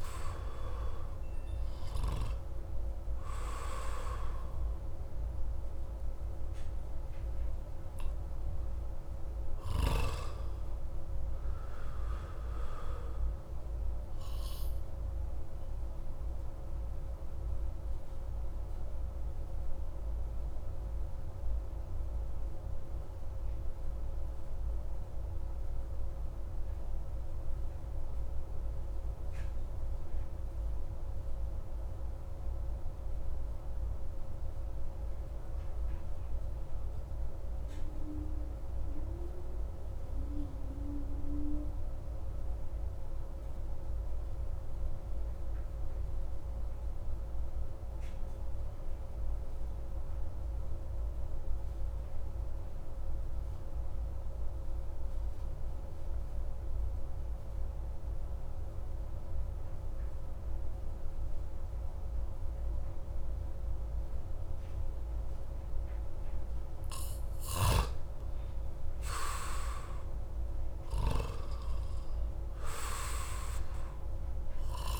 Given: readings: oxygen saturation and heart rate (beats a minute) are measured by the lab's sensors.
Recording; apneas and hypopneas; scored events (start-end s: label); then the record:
breathing in sleep by a room microphone; 1
0.00-2.00 s: arousal
0.00-39.50 s: oxygen desaturation (device-marked, oxygen 87% lowest)
12.00-66.50 s: obstructive apnea (oxygen 96% before, 87% lowest)
61.50-74.99 s: oxygen desaturation (device-marked, oxygen 97% before, 88% lowest)
68.00-71.50 s: arousal
From the record:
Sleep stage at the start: N2 (light sleep); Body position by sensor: on the back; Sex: male